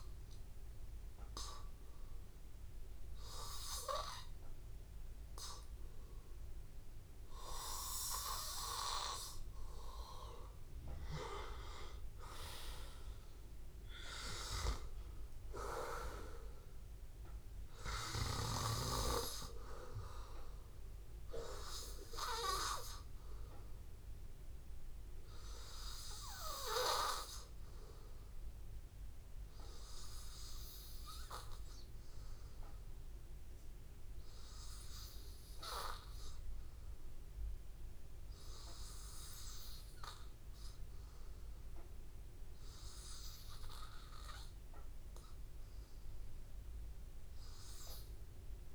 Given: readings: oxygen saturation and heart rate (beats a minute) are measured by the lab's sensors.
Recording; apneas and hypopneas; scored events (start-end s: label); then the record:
breathing in sleep by a room microphone; none
11.00-15.50 s: arousal
From the record:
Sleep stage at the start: N2 (light sleep); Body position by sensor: on the back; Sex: male